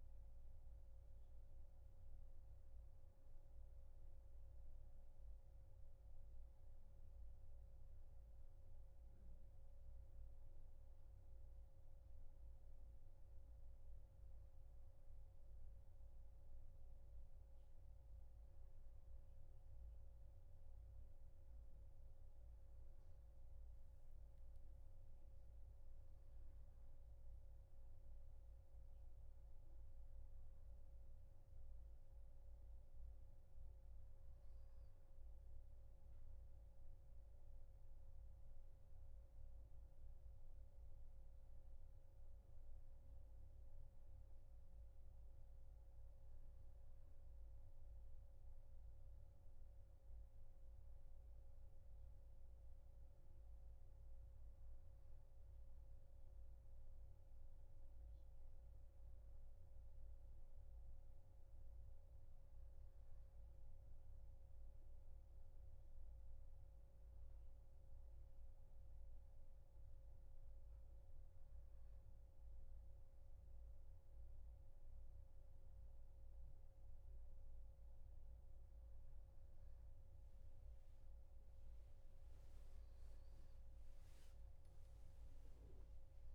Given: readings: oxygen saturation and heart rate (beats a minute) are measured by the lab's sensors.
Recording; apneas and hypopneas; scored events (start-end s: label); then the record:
a person awake in a sleep study, hard to hear, by a room microphone; none
none scored
From the record:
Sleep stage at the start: awake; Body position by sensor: on the back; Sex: male